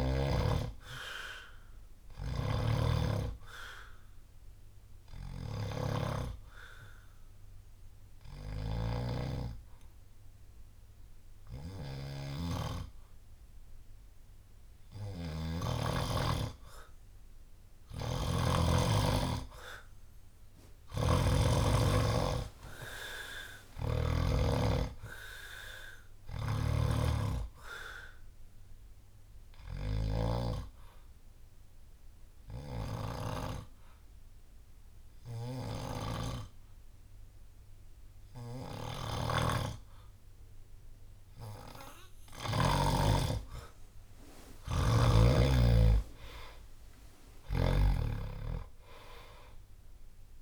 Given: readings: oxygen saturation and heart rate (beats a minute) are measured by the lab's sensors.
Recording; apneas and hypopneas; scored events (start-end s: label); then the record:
breathing in sleep by a room microphone; 2
0.00-2.00 s: oxygen desaturation (device-marked, oxygen 92% lowest, heart rate 59 extreme)
1.00-4.00 s: bradycardia (device-marked, heart rate 65 before, 63 extreme)
2.00-15.50 s: snoring (device-marked)
4.50-15.50 s: obstructive apnea (oxygen 97% before, 91% lowest, heart rate 64 before, 59 extreme, up 8 after)
17.50-24.00 s: snoring (device-marked)
18.00-21.50 s: arousal
26.00-42.50 s: snoring (device-marked)
27.00-49.00 s: oxygen desaturation (device-marked, oxygen 96% before, 92% lowest, heart rate 64 before, 58 extreme)
29.50-41.50 s: obstructive apnea (oxygen 97% before, 91% lowest, heart rate 66 before, 58 extreme, up 13 after)
30.00-34.00 s: bradycardia (device-marked, heart rate 65 before, 59 extreme)
45.50-48.50 s: arousal
47.00-50.41 s: snoring (device-marked)
From the record:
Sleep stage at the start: N2 (light sleep); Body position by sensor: on the back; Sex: male